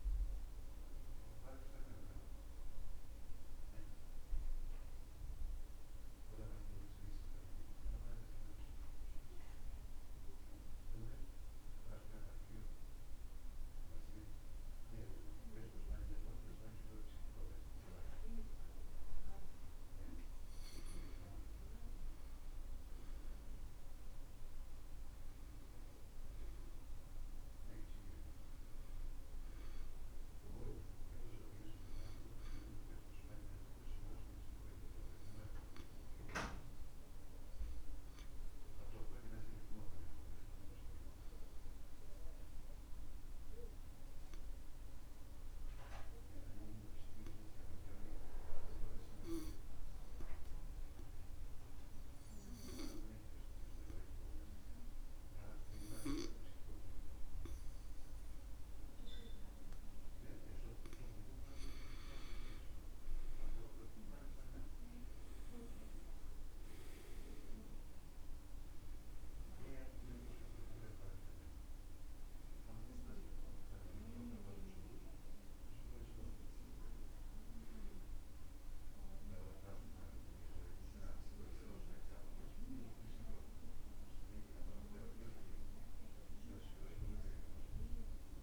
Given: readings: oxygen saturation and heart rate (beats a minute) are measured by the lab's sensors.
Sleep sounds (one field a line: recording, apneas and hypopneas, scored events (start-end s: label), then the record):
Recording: breathing in sleep by a room microphone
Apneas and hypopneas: 2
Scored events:
0.00-15.50 s: oxygen desaturation (device-marked, oxygen 93% lowest, heart rate 63 extreme)
6.00-20.00 s: obstructive apnea (oxygen 98% before, 91% lowest, heart rate 69 before, 63 extreme, up 7 after)
21.00-26.50 s: arousal
30.50-52.50 s: oxygen desaturation (device-marked, oxygen 97% before, 92% lowest, heart rate 66 before, 64 extreme)
35.50-61.00 s: obstructive apnea (oxygen 97% before, 86% lowest, heart rate 67 before, 64 extreme, up 11 after)
62.00-67.00 s: arousal
62.50-88.43 s: oxygen desaturation (device-marked, oxygen 96% before, 86% lowest, heart rate 65 before, 60 extreme)
From the record:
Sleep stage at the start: N2 (light sleep)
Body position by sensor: on the back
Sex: male